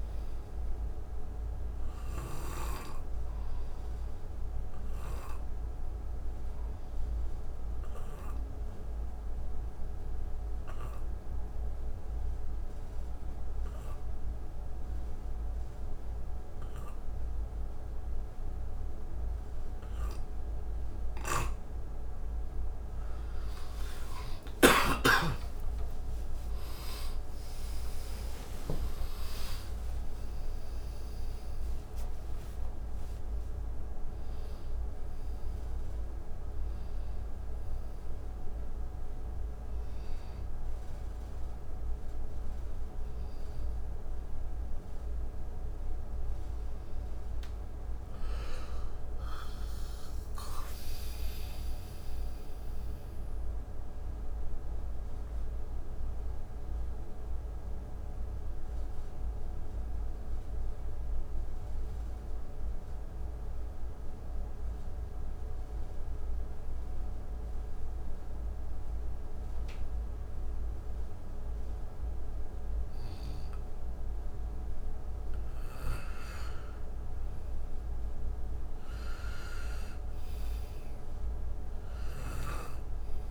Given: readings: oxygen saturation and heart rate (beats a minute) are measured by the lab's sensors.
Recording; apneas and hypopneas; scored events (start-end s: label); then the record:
breathing in sleep, hard to hear, by a room microphone; 2
0.00-2.00 s: arousal
2.00-13.00 s: oxygen desaturation (device-marked, oxygen 97% before, 90% lowest, heart rate 65 before, 64 extreme)
6.00-21.00 s: obstructive apnea (oxygen 97% before, 86% lowest, heart rate 66 before, 63 extreme)
21.00-25.00 s: snoring (device-marked)
21.00-49.00 s: oxygen desaturation (device-marked, oxygen 94% before, 86% lowest, heart rate 66 before, 56 extreme)
24.00-31.50 s: arousal
49.00-54.50 s: arousal
56.00-74.50 s: mixed apnea (oxygen 98% before, 88% lowest, heart rate 72 before, 56 extreme, up 9 after)
75.50-79.00 s: arousal
77.00-83.31 s: oxygen desaturation (device-marked, oxygen 98% before, 88% lowest, heart rate 63 before, 65 extreme)
From the record:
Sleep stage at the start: N2 (light sleep); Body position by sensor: on the right side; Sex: male